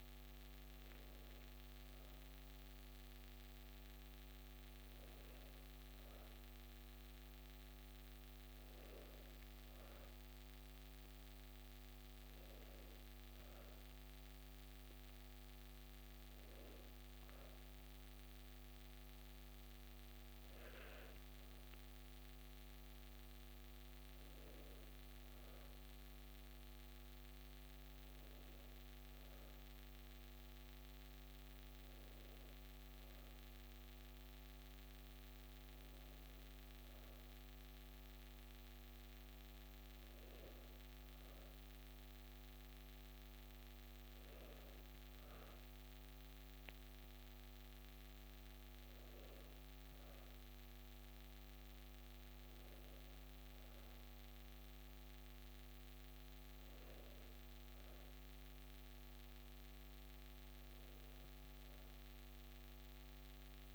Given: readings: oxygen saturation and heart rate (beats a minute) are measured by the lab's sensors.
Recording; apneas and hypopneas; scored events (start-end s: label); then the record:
breathing in sleep, hard to hear, by a microphone on the trachea; none
none scored
From the record:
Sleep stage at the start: N2 (light sleep); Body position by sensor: on the back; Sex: female